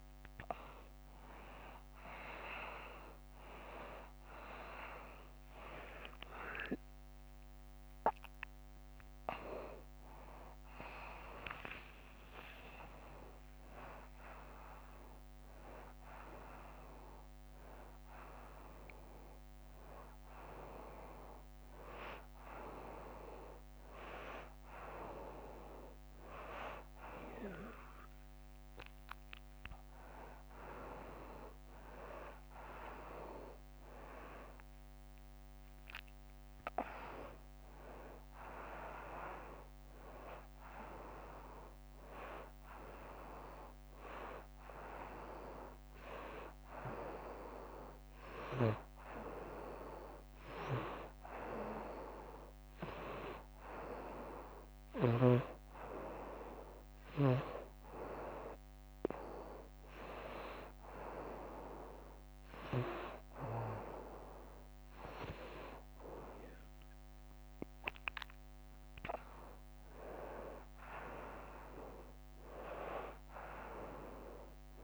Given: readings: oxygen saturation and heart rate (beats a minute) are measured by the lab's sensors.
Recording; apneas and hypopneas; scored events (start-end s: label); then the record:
a person partly awake in a sleep study, by a microphone on the trachea; 1
11.50-41.50 s: new sleep stage, N1 (lightest sleep)
41.50-74.83 s: new sleep stage, N2 (light sleep)
60.50-70.50 s: hypopnea (oxygen 95% before, 91% lowest, heart rate 93 before, 89 extreme, up 7 after)
71.50-74.83 s: arousal
From the record:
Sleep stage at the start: awake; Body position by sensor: on the front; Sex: female